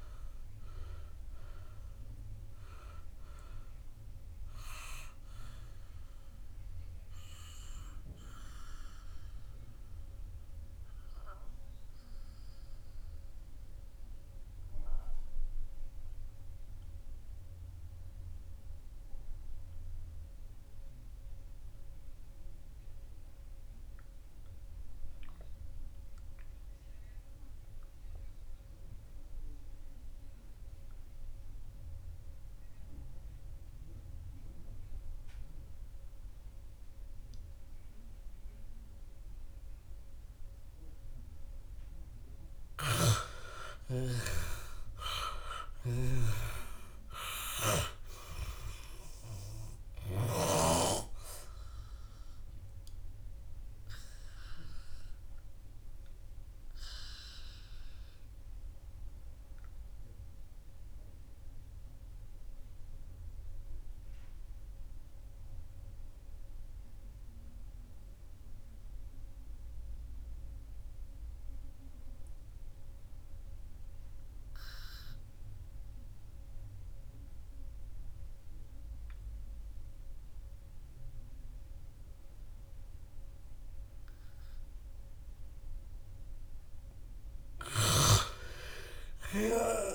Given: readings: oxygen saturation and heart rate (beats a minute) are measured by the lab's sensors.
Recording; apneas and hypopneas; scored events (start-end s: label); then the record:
breathing in sleep by a room microphone; 2
0.00-30.00 s: oxygen desaturation (device-marked, oxygen 86% lowest, heart rate 52 extreme)
7.00-42.00 s: obstructive apnea (oxygen 99% before, 86% lowest, heart rate 65 before, 52 extreme, up 14 after)
43.00-47.50 s: arousal
43.50-51.50 s: snoring (device-marked)
50.00-78.00 s: oxygen desaturation (device-marked, oxygen 99% before, 86% lowest, heart rate 61 before, 48 extreme)
53.00-85.50 s: obstructive apnea (oxygen 100% before, 86% lowest, heart rate 62 before, 48 extreme, up 8 after)
86.50-89.95 s: arousal
From the record:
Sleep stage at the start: N2 (light sleep); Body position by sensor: on the right side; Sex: male